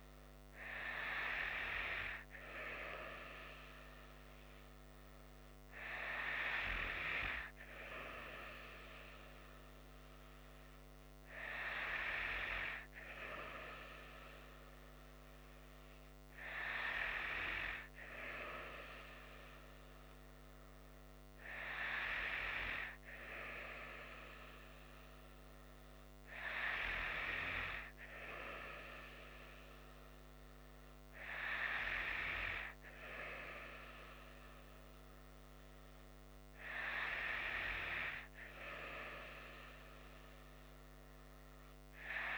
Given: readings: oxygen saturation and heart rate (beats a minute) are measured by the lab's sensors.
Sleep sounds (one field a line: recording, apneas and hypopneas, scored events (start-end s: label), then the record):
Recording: breathing in sleep by a microphone on the trachea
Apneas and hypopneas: none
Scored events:
none scored
From the record:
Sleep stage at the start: N2 (light sleep)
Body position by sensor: on the right side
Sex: female